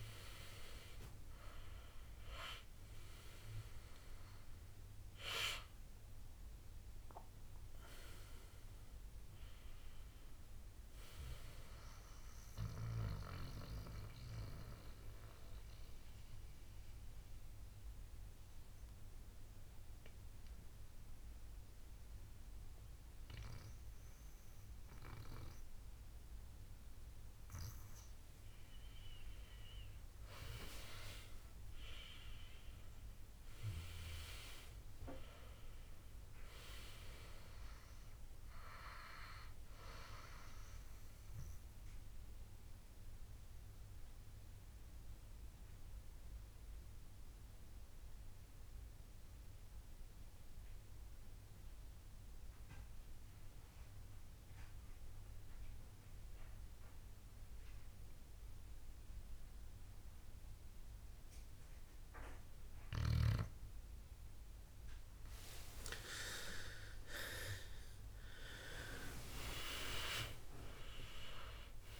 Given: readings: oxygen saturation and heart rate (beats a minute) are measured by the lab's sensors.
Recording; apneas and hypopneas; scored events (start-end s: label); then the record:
breathing in sleep by a room microphone; 2
12.00-28.00 s: mixed apnea (oxygen 97% before, 92% lowest, heart rate 73 before, 58 extreme, up 10 after)
30.00-34.00 s: arousal
40.50-65.50 s: obstructive apnea (oxygen 98% before, 92% lowest, heart rate 66 before, 58 extreme, up 20 after)
67.00-70.00 s: arousal
68.50-72.00 s: oxygen desaturation (device-marked, oxygen 97% before, 92% lowest, heart rate 61 before, 56 extreme)
From the record:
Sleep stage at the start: N2 (light sleep); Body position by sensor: on the back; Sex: male